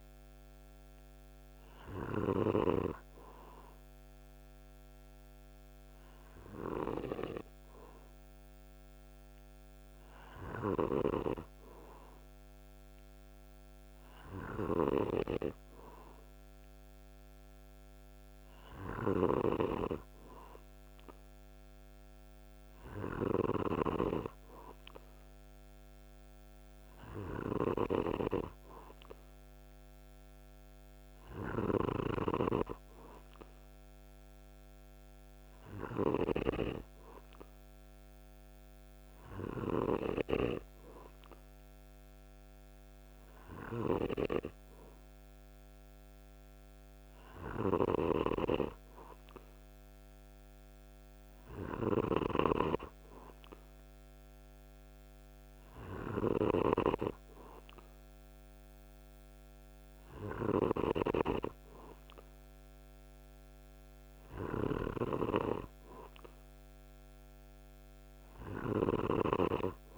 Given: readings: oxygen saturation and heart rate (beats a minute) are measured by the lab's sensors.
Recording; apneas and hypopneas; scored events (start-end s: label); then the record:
breathing in sleep by a microphone on the trachea; none
18.00-23.00 s: snoring (device-marked)
47.00-69.98 s: snoring (device-marked)
From the record:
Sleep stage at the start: N2 (light sleep); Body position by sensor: on the back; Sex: male